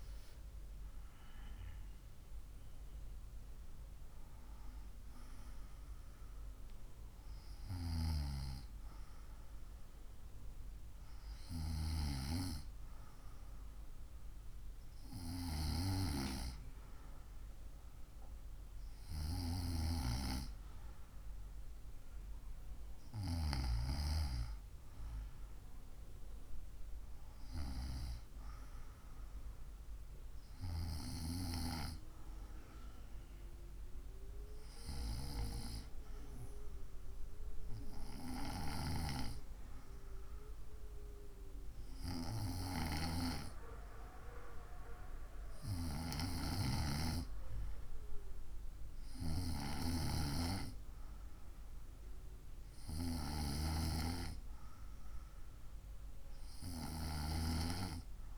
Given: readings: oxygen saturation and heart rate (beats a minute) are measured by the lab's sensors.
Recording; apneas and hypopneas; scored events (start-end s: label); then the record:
breathing in sleep by a room microphone; none
0.00-1.50 s: arousal
From the record:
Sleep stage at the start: N2 (light sleep); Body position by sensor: on the right side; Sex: female